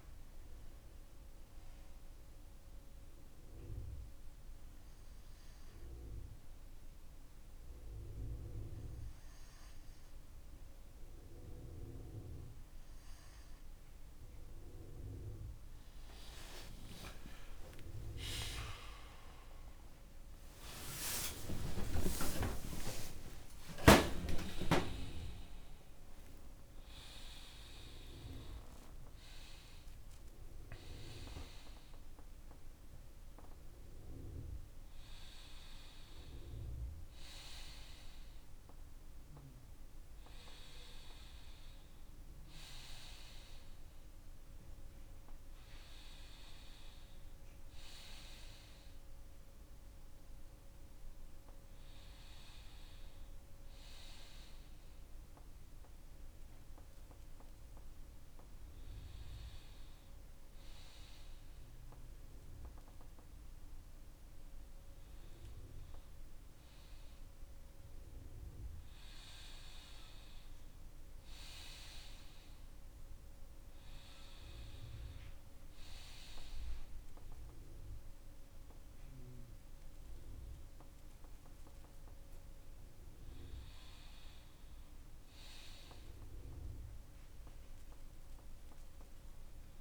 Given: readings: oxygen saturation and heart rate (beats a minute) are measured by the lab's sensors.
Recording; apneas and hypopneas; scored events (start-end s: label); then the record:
breathing in sleep by a room microphone; 1
1.50-12.50 s: hypopnea (oxygen 95% before, 93% lowest)
17.50-23.50 s: arousal
46.50-51.00 s: arousal
From the record:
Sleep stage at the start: N2 (light sleep); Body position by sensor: on the front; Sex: male